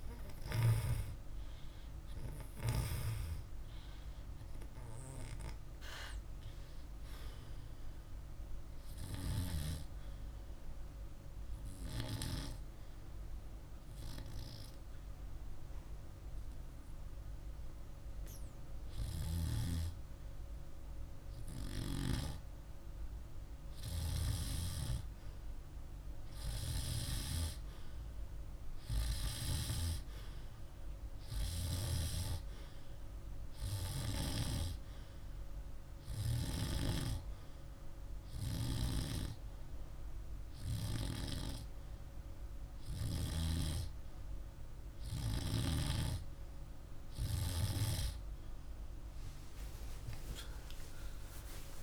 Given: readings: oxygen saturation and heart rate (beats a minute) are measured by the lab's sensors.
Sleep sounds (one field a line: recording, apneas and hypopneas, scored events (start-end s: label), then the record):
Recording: breathing in sleep by a room microphone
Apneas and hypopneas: 2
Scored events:
10.50-24.00 s: hypopnea (oxygen 98% before, 92% lowest, heart rate 51 before, 48 extreme, up 0 after)
26.00-29.00 s: arousal
34.50-47.50 s: hypopnea (oxygen 99% before, 92% lowest, heart rate 49 before, 48 extreme, up 4 after)
48.50-51.83 s: arousal
From the record:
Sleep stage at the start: N2 (light sleep)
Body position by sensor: on the back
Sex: male